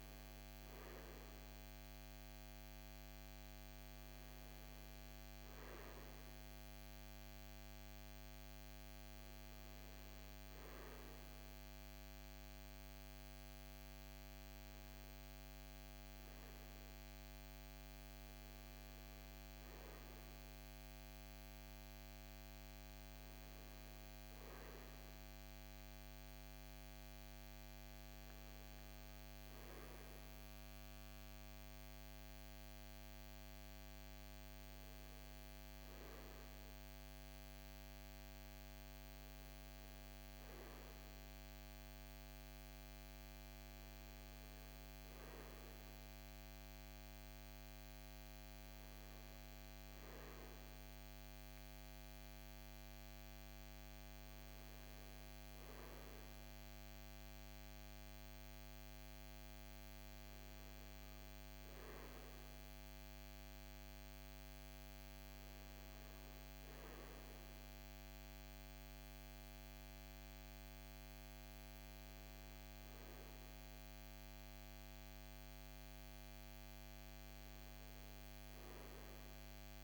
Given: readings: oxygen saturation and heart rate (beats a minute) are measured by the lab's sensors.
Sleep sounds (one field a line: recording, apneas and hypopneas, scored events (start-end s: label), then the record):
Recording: breathing in sleep, hard to hear, by a microphone on the trachea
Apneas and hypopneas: none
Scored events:
none scored
From the record:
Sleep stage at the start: N2 (light sleep)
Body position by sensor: on the right side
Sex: male